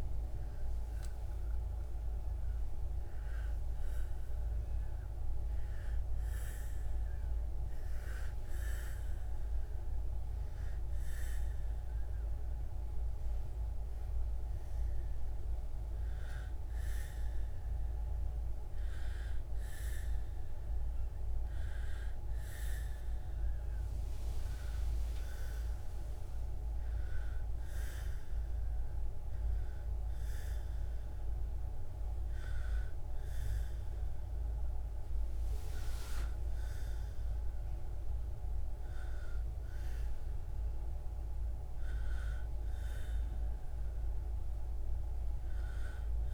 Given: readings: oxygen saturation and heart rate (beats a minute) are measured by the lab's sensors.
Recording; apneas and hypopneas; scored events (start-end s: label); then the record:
breathing in sleep, hard to hear, by a room microphone; none
none scored
From the record:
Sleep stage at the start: N1 (lightest sleep); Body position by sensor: on the back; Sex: female